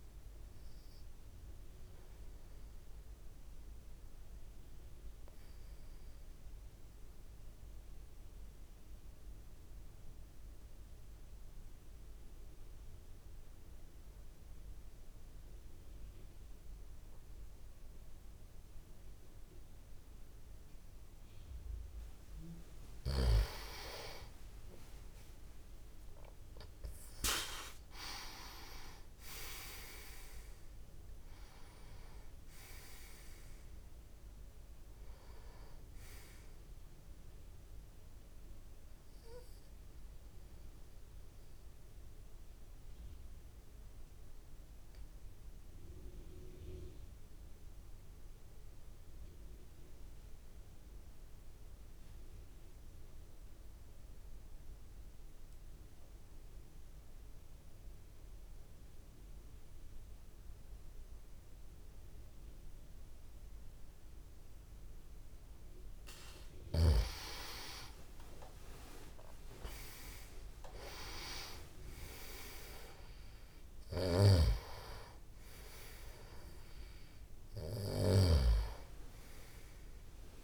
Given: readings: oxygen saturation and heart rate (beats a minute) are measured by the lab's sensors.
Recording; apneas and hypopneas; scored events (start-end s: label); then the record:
breathing in sleep by a room microphone; 2
0.00-6.00 s: oxygen desaturation (device-marked, oxygen 89% lowest)
3.00-21.50 s: obstructive apnea (oxygen 97% before, 89% lowest)
23.00-50.00 s: oxygen desaturation (device-marked, oxygen 98% before, 89% lowest)
23.50-27.50 s: arousal
41.00-65.00 s: obstructive apnea (oxygen 98% before, 89% lowest)
60.00-80.44 s: oxygen desaturation (device-marked, oxygen 98% before, 90% lowest)
67.50-71.50 s: arousal
70.00-72.00 s: tachycardia (device-marked, heart rate 57 before, 53 extreme)
74.00-78.00 s: snoring (device-marked)
From the record:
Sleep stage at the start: N2 (light sleep); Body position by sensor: on the back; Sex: male